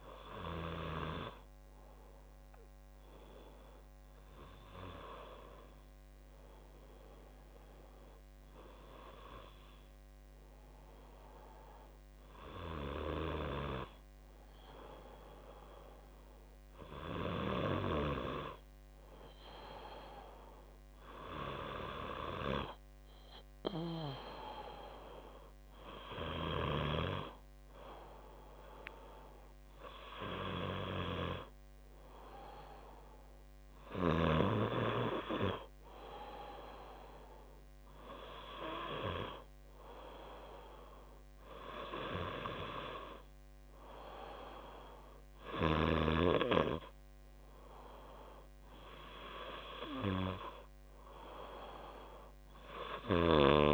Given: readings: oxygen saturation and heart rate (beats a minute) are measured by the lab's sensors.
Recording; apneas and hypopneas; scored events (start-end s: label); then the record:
breathing in sleep by a microphone on the trachea; none
none scored
From the record:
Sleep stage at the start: N2 (light sleep); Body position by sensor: on the back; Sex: female